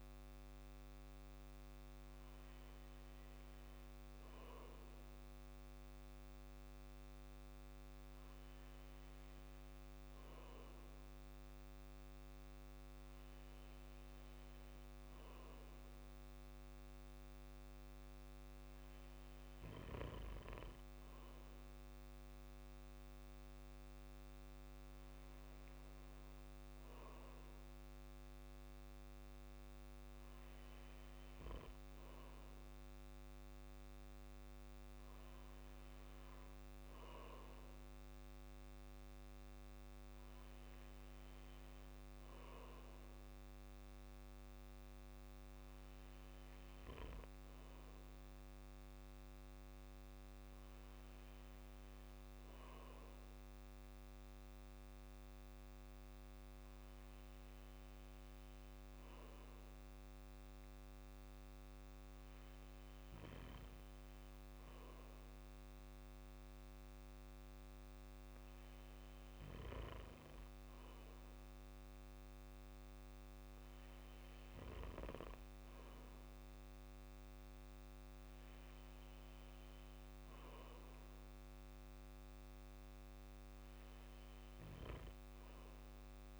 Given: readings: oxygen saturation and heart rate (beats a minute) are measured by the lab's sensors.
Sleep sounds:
breathing in sleep, hard to hear, by a microphone on the trachea; none
none scored
From the record:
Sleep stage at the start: N2 (light sleep); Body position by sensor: on the back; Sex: male

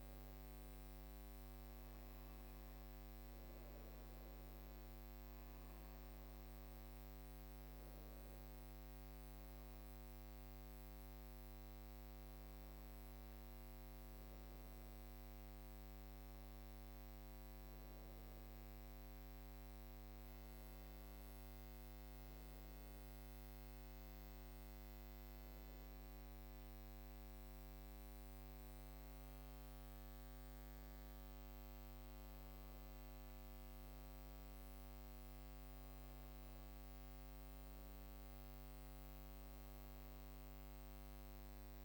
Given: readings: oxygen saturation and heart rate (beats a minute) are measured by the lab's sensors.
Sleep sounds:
breathing in sleep, hard to hear, by a microphone on the trachea; none
27.00-31.00 s: arousal
From the record:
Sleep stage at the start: N2 (light sleep); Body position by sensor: on the back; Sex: female

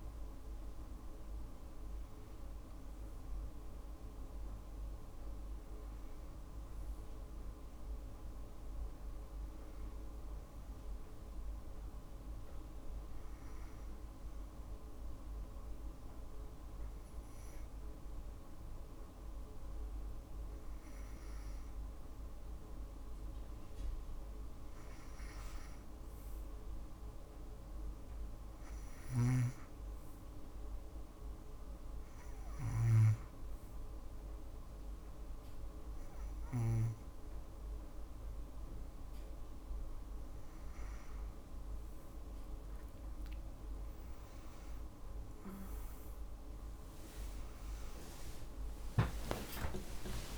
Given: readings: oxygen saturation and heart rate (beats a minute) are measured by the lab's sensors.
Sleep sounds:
breathing in sleep by a room microphone; 1
1.50-50.38 s: new sleep stage, N2 (light sleep)
10.50-21.50 s: hypopnea (oxygen 97% before, 92% lowest, heart rate 58 before, 56 extreme, up 2 after)
24.00-27.00 s: arousal
29.50-46.50 s: oxygen desaturation (device-marked, oxygen 96% before, 93% lowest, heart rate 57 before, 59 extreme)
45.50-50.38 s: tachycardia (device-marked, heart rate 61 before, 116 extreme)
From the record:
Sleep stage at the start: N1 (lightest sleep); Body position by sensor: on the back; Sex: female

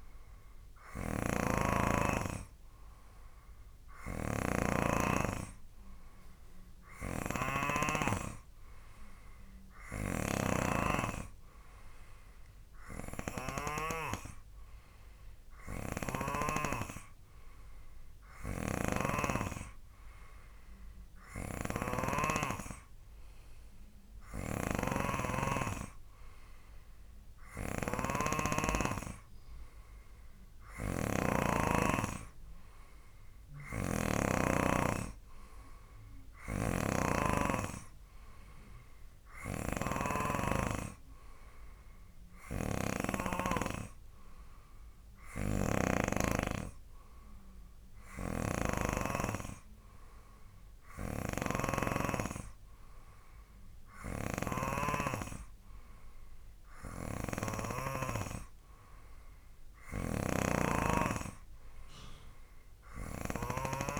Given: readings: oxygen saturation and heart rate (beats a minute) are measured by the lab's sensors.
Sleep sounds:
breathing in sleep by a room microphone; none
0.00-16.50 s: snoring (device-marked)
18.50-22.50 s: snoring (device-marked)
24.50-37.50 s: snoring (device-marked)
39.50-43.50 s: snoring (device-marked)
45.50-58.00 s: snoring (device-marked)
60.00-64.00 s: snoring (device-marked)
From the record:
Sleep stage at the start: N3 (deep sleep); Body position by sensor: on the right side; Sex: male

